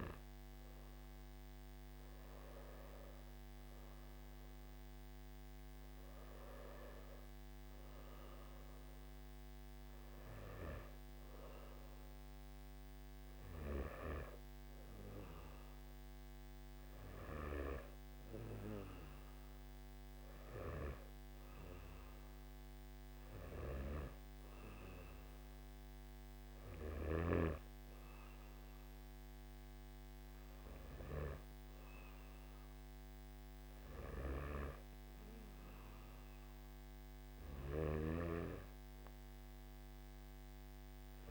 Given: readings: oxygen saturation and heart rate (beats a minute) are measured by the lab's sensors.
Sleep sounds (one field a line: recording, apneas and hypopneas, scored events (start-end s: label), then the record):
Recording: breathing in sleep by a microphone on the trachea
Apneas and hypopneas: none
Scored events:
none scored
From the record:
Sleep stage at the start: N1 (lightest sleep)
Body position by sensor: on the back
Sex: male